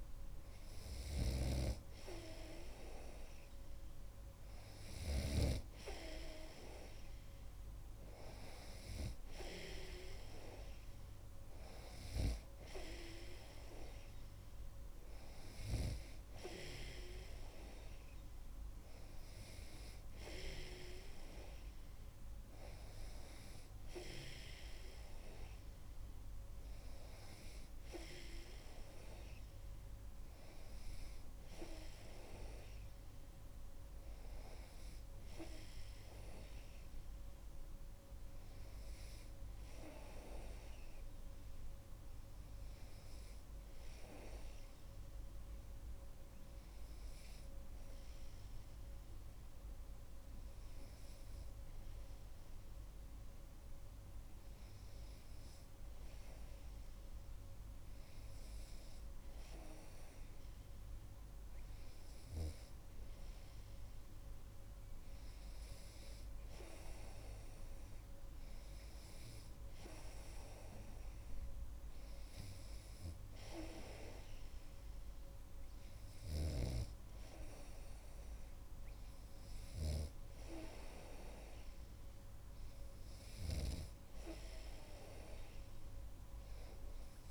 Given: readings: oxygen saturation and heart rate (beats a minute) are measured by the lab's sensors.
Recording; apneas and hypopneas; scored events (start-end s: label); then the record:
breathing in sleep by a room microphone; none
0.00-5.50 s: snoring (device-marked)
From the record:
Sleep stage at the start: N2 (light sleep); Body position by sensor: on the right side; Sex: male